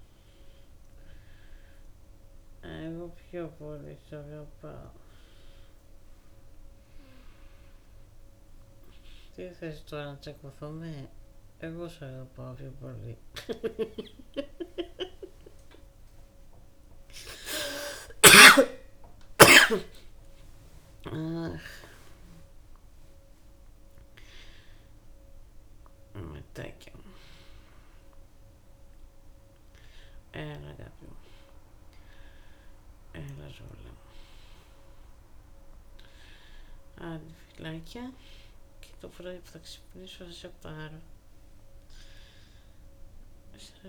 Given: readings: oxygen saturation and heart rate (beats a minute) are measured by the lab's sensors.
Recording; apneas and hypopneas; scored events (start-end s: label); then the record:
a person awake in a sleep study, by a room microphone; none
11.50-21.00 s: snoring (device-marked)
From the record:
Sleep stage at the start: awake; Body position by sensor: on the back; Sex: female